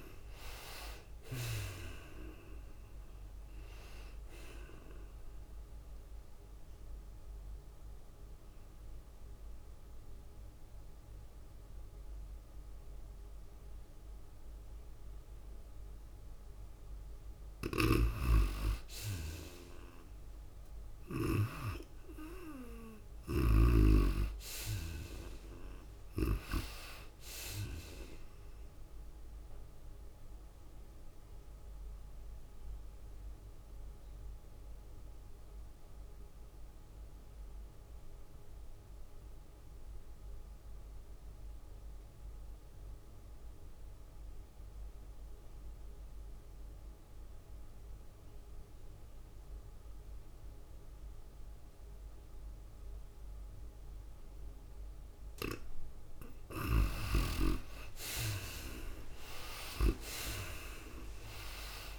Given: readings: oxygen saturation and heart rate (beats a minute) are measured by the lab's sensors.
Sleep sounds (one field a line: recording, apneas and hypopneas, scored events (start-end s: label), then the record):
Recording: breathing in sleep by a room microphone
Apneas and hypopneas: 2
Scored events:
0.00-1.00 s: arousal
0.00-13.00 s: drop in pulse transit time (device-marked, heart rate 68 before, 90 extreme)
0.00-17.00 s: oxygen desaturation (device-marked, oxygen 59% lowest, heart rate 57 extreme)
0.00-35.00 s: tachycardia (device-marked, heart rate 94 before, 111 extreme)
7.00-18.00 s: mixed apnea (oxygen 85% before, 59% lowest, heart rate 81 before, 98 extreme, up 0 after)
18.50-22.50 s: snoring (device-marked)
19.00-22.00 s: arousal
22.00-41.00 s: oxygen desaturation (device-marked, oxygen 98% before, 81% lowest, heart rate 106 before, 90 extreme)
31.00-55.50 s: obstructive apnea (oxygen 98% before, 70% lowest, heart rate 104 before, 90 extreme, up 12 after)
49.00-61.99 s: oxygen desaturation (device-marked, oxygen 95% before, 70% lowest, heart rate 99 before, 90 extreme)
58.50-61.99 s: arousal
59.00-61.99 s: tachycardia (device-marked, heart rate 94 before, 107 extreme)
From the record:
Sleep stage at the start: N2 (light sleep)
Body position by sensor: on the right side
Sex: female